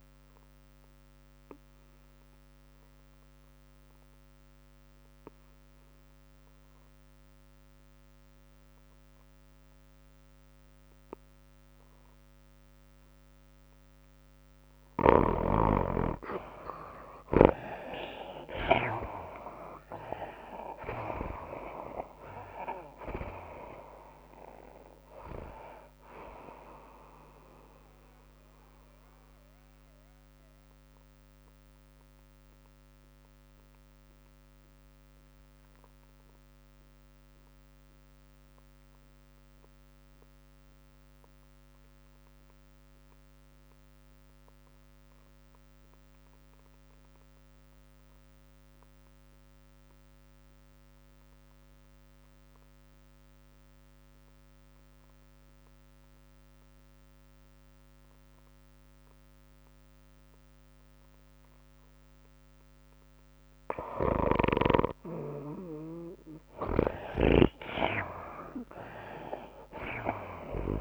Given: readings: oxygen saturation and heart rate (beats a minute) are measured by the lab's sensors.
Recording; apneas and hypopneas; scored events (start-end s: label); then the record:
breathing in sleep by a microphone on the trachea; 2
0.00-10.50 s: oxygen desaturation (device-marked, oxygen 61% lowest, heart rate 94 extreme)
2.50-12.50 s: tachycardia (device-marked, heart rate 99 before, 105 extreme)
2.50-16.00 s: obstructive apnea (oxygen 94% before, 58% lowest, heart rate 97 before, 99 extreme, up 13 after)
12.50-34.50 s: oxygen desaturation (device-marked, oxygen 77% before, 58% lowest, heart rate 99 before, 95 extreme)
16.50-51.50 s: tachycardia (device-marked, heart rate 99 before, 117 extreme)
17.50-21.00 s: arousal
21.50-33.50 s: drop in pulse transit time (device-marked, heart rate 102 before, 108 extreme)
22.50-70.81 s: new sleep stage, N2 (light sleep)
29.50-63.00 s: obstructive apnea (oxygen 77% before, 58% lowest, heart rate 107 before, 90 extreme, up 10 after)
39.50-70.81 s: oxygen desaturation (device-marked, oxygen 97% before, 58% lowest, heart rate 113 before, 90 extreme)
68.50-70.81 s: arousal
68.50-70.81 s: tachycardia (device-marked, heart rate 100 before, 143 extreme)
69.50-70.81 s: drop in pulse transit time (device-marked, heart rate 95 before, 96 extreme)
From the record:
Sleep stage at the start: REM sleep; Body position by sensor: on the right side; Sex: female